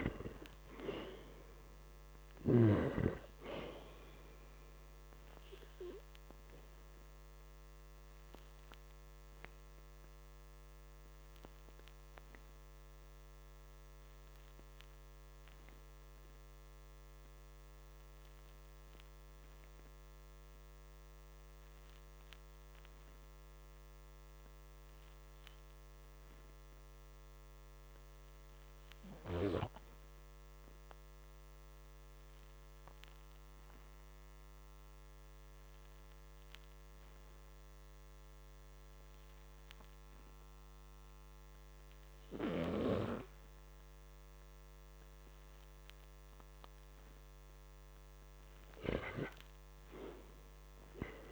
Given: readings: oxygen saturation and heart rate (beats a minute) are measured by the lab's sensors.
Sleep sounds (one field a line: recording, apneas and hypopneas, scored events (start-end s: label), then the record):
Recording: breathing in sleep by a microphone on the trachea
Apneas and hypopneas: 1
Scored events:
21.00-34.00 s: oxygen desaturation (device-marked, oxygen 96% before, 88% lowest, heart rate 58 before, 51 extreme)
22.00-42.00 s: hypopnea (oxygen 99% before, 88% lowest, heart rate 58 before, 51 extreme, up 0 after)
From the record:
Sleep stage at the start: N2 (light sleep)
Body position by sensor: on the back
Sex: male